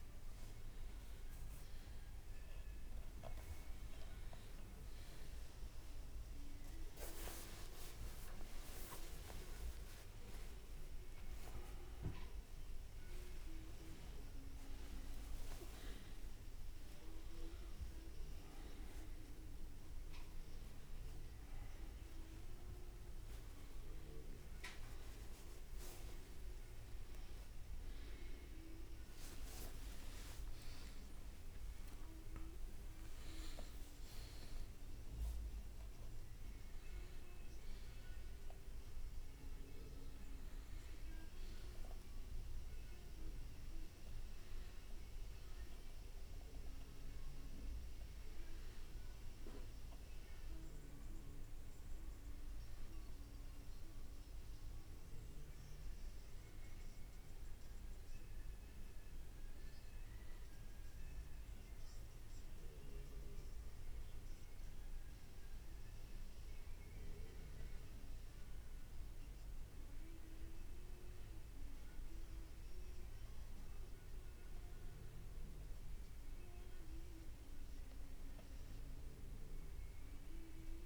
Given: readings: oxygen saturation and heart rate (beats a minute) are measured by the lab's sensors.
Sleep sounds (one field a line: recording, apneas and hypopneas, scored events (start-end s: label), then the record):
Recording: a person awake in a sleep study, by a room microphone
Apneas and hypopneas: none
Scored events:
2.50-11.50 s: leg movement (device-marked)
23.50-27.00 s: leg movement (device-marked)
29.00-35.50 s: leg movement (device-marked)
From the record:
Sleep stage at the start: awake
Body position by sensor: on the right side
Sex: male